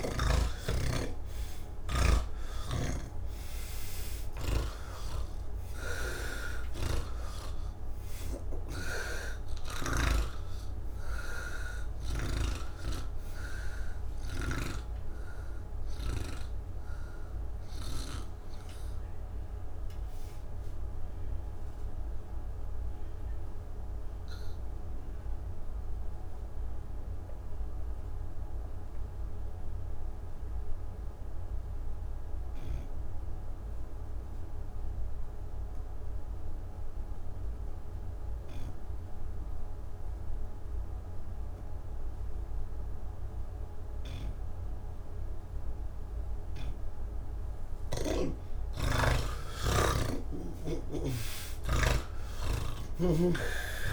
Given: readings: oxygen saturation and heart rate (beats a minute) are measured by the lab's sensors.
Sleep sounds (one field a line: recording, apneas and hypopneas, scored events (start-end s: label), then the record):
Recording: breathing in sleep by a room microphone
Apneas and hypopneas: none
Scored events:
0.00-4.00 s: oxygen desaturation (device-marked, oxygen 92% lowest, heart rate 69 extreme)
4.00-12.00 s: snoring (device-marked)
6.00-28.00 s: oxygen desaturation (device-marked, oxygen 97% before, 84% lowest, heart rate 85 before, 69 extreme)
43.00-53.93 s: oxygen desaturation (device-marked, oxygen 98% before, 80% lowest, heart rate 86 before, 72 extreme)
52.50-53.93 s: snoring (device-marked)
From the record:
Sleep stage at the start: N1 (lightest sleep)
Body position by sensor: on the back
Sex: male